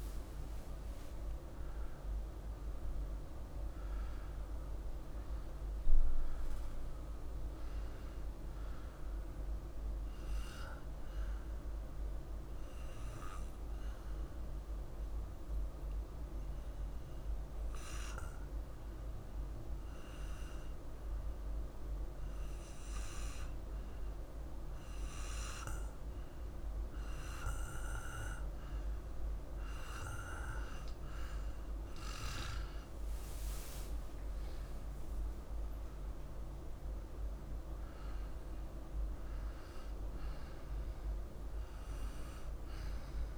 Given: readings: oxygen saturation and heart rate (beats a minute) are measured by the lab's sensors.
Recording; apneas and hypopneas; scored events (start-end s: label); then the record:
breathing in sleep, hard to hear, by a room microphone; 1
11.50-31.00 s: obstructive apnea (oxygen 98% before, 95% lowest, heart rate 53 before, 51 extreme, up 1 after)
33.00-37.00 s: arousal
From the record:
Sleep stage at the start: N2 (light sleep); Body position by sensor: on the back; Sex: male